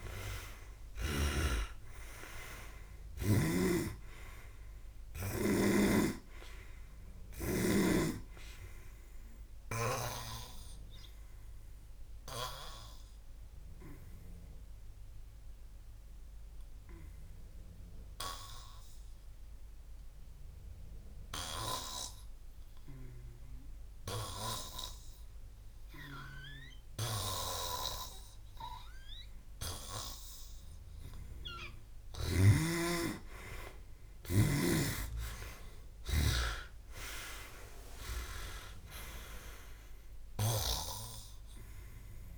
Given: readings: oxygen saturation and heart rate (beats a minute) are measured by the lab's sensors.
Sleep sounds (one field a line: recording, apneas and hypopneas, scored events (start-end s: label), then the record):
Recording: breathing in sleep by a room microphone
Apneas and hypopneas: 1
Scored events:
0.00-1.50 s: snoring (device-marked)
0.00-2.00 s: arousal
3.50-8.00 s: snoring (device-marked)
8.00-17.00 s: oxygen desaturation (device-marked, oxygen 98% before, 93% lowest, heart rate 64 before, 57 extreme)
11.50-31.00 s: obstructive apnea (oxygen 98% before, 90% lowest, heart rate 65 before, 56 extreme, up 22 after)
34.00-37.00 s: arousal
From the record:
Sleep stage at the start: N2 (light sleep)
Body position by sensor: on the back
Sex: male